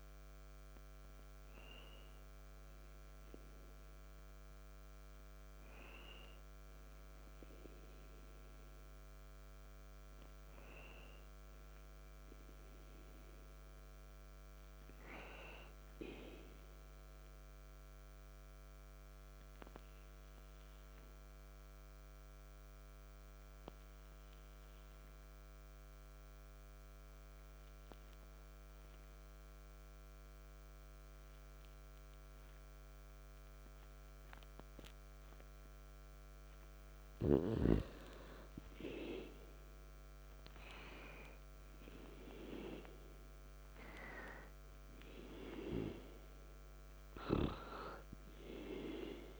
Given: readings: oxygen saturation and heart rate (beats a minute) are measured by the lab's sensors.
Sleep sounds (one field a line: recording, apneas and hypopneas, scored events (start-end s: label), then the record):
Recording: breathing in sleep by a microphone on the trachea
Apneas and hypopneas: 1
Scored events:
3.50-19.50 s: oxygen desaturation (device-marked, oxygen 95% before, 91% lowest, heart rate 60 before, 57 extreme)
21.50-37.00 s: obstructive apnea (oxygen 98% before, 91% lowest, heart rate 58 before, 57 extreme, up 1 after)
22.50-49.40 s: new sleep stage, N2 (light sleep)
39.00-43.00 s: arousal
From the record:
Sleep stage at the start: N1 (lightest sleep)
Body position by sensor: on the back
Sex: male